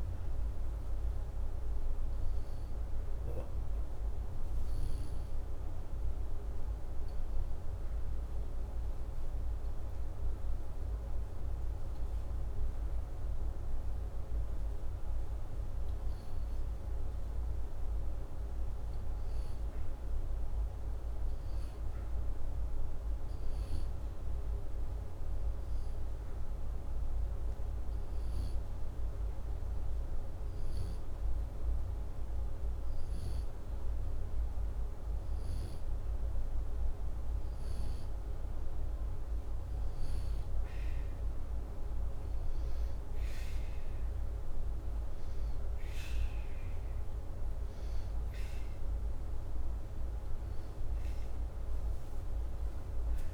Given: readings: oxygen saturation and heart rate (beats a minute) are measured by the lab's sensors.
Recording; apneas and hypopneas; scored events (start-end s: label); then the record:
breathing in sleep, hard to hear, by a room microphone; 1
1.50-12.50 s: hypopnea (oxygen 97% before, 93% lowest, heart rate 88 before, 84 extreme, up 4 after)
14.00-16.50 s: arousal
From the record:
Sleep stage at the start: N2 (light sleep); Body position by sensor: upright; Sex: male